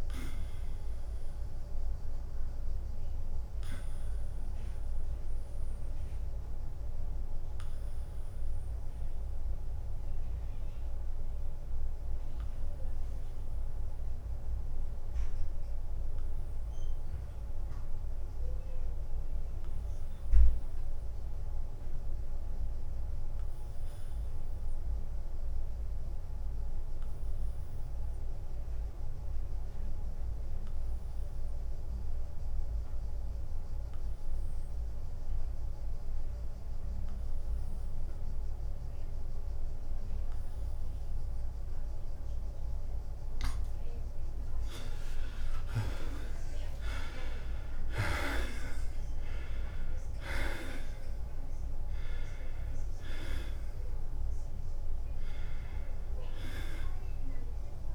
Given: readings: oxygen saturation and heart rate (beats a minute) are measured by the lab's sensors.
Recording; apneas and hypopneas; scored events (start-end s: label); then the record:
breathing in sleep by a room microphone; 1
0.00-6.50 s: drop in pulse transit time (device-marked, heart rate 88 extreme)
2.00-43.50 s: obstructive apnea (oxygen 97% before, 71% lowest, heart rate 89 before, 83 extreme, up 8 after)
17.50-21.50 s: oxygen desaturation (device-marked, oxygen 95% before, 77% lowest, heart rate 88 before, 83 extreme)
43.50-57.95 s: oxygen desaturation (device-marked, oxygen 96% before, 92% lowest, heart rate 84 before, 88 extreme)
44.50-57.95 s: drop in pulse transit time (device-marked, heart rate 84 before, 87 extreme)
46.00-49.00 s: arousal
From the record:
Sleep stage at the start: N2 (light sleep); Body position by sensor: on the back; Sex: male